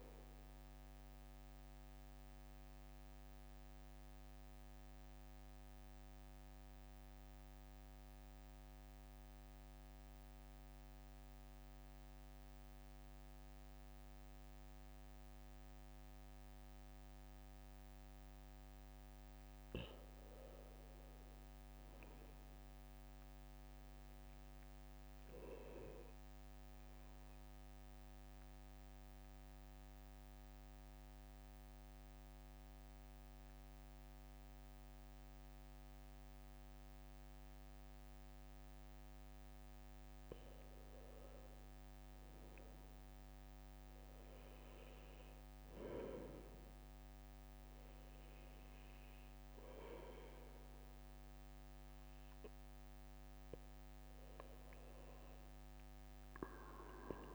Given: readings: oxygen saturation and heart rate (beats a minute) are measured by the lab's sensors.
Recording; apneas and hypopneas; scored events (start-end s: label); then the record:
breathing in sleep by a microphone on the trachea; 2
0.00-4.00 s: oxygen desaturation (device-marked, oxygen 93% lowest, heart rate 63 extreme)
1.00-18.00 s: mixed apnea (oxygen 98% before, 93% lowest, heart rate 69 before, 63 extreme, up 5 after)
19.50-23.50 s: arousal
26.50-40.00 s: obstructive apnea (oxygen 98% before, 92% lowest, heart rate 66 before, 65 extreme, up 5 after)
42.00-45.50 s: arousal
From the record:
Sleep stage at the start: N2 (light sleep); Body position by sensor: on the right side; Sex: male